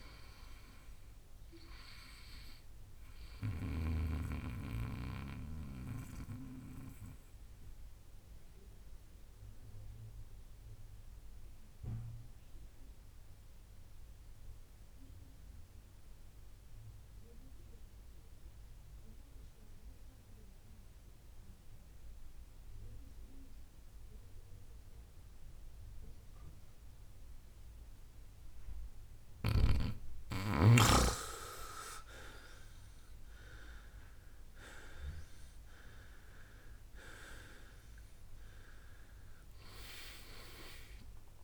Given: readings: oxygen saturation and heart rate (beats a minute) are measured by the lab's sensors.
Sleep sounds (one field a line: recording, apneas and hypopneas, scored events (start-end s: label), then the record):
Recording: breathing in sleep by a room microphone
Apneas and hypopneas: 1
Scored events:
0.00-18.00 s: oxygen desaturation (device-marked, oxygen 90% lowest, heart rate 57 extreme)
4.00-31.00 s: mixed apnea (oxygen 98% before, 90% lowest, heart rate 76 before, 57 extreme, up 16 after)
33.00-36.50 s: arousal
34.50-36.50 s: long interval between heartbeats (device-marked, heart rate 62 before, 72 extreme)
36.00-41.44 s: oxygen desaturation (device-marked, oxygen 98% before, 91% lowest, heart rate 63 before, 58 extreme)
From the record:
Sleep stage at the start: N2 (light sleep)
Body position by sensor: on the back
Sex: male